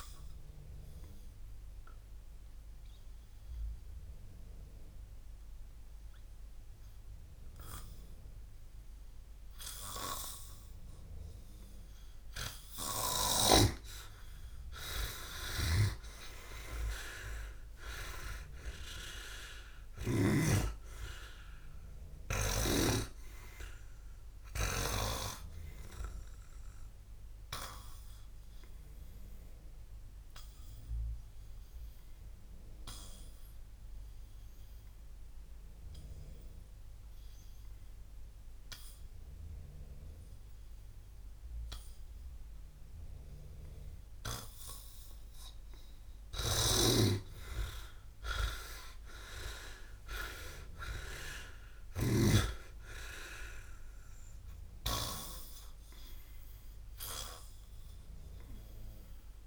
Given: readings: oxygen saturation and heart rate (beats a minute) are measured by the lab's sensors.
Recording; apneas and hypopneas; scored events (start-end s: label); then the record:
breathing in sleep by a room microphone; 2
0.00-18.50 s: oxygen desaturation (device-marked, oxygen 91% lowest, heart rate 57 extreme)
1.00-12.50 s: obstructive apnea (oxygen 100% before, 91% lowest, heart rate 61 before, 58 extreme, up 32 after)
15.50-20.50 s: snoring (device-marked)
19.50-23.00 s: arousal
29.00-45.00 s: obstructive apnea (oxygen 99% before, 89% lowest, heart rate 74 before, 57 extreme, up 19 after)
46.50-52.50 s: snoring (device-marked)
47.50-52.00 s: arousal
55.50-59.47 s: oxygen desaturation (device-marked, oxygen 99% before, 93% lowest, heart rate 68 before, 57 extreme)
From the record:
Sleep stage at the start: N2 (light sleep); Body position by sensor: on the back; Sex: male